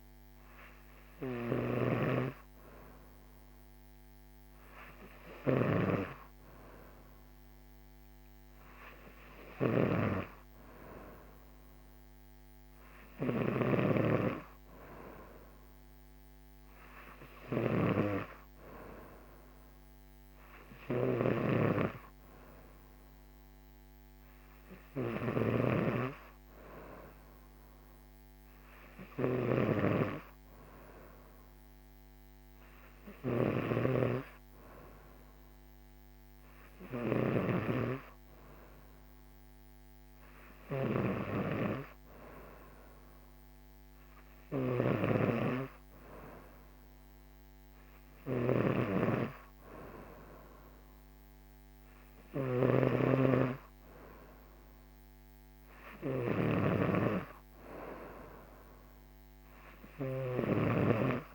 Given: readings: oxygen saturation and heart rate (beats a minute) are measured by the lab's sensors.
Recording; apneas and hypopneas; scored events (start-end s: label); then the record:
breathing in sleep by a microphone on the trachea; none
0.00-61.34 s: snoring (device-marked)
From the record:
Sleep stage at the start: N2 (light sleep); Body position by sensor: on the right side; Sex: female